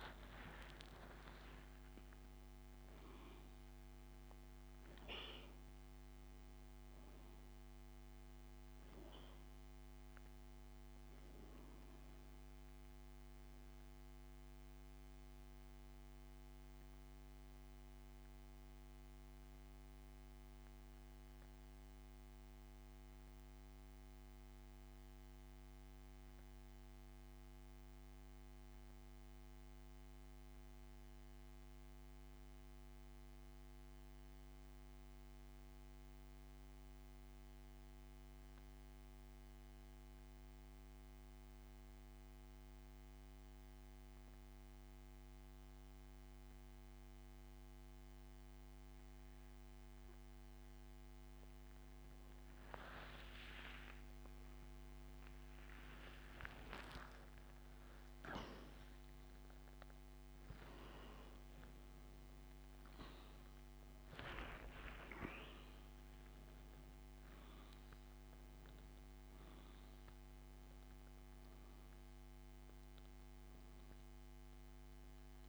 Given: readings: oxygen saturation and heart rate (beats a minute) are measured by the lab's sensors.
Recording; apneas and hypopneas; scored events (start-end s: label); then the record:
breathing in sleep by a microphone on the trachea; 1
0.00-3.50 s: oxygen desaturation (device-marked, oxygen 95% lowest, heart rate 54 extreme)
9.50-45.50 s: oxygen desaturation (device-marked, oxygen 96% before, 88% lowest, heart rate 68 before, 56 extreme)
14.50-50.00 s: central apnea (oxygen 99% before, 85% lowest, heart rate 72 before, 48 extreme, up 13 after)
53.00-57.00 s: arousal
From the record:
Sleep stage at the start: N2 (light sleep); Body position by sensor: on the back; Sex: male